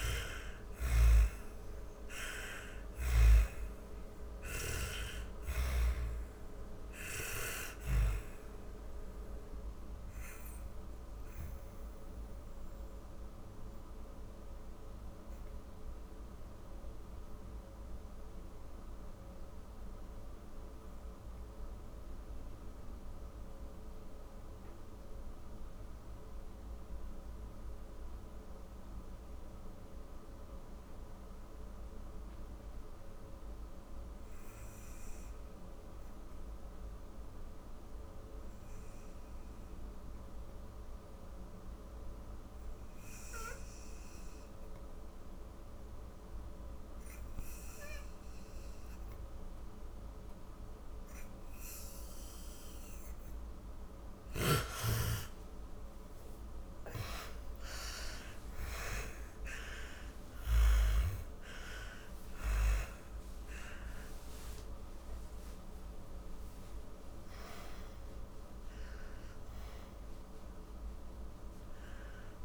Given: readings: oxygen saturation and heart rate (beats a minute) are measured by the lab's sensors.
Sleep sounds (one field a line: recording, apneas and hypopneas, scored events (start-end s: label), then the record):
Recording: breathing in sleep by a room microphone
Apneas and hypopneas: 1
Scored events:
0.00-26.00 s: oxygen desaturation (device-marked, oxygen 81% lowest, heart rate 52 extreme)
12.00-50.00 s: hypopnea (oxygen 97% before, 81% lowest, heart rate 110 before, 52 extreme)
38.00-72.45 s: oxygen desaturation (device-marked, oxygen 99% before, 82% lowest, heart rate 67 before, 48 extreme)
52.00-57.50 s: arousal
From the record:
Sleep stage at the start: N2 (light sleep)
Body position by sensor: on the back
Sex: female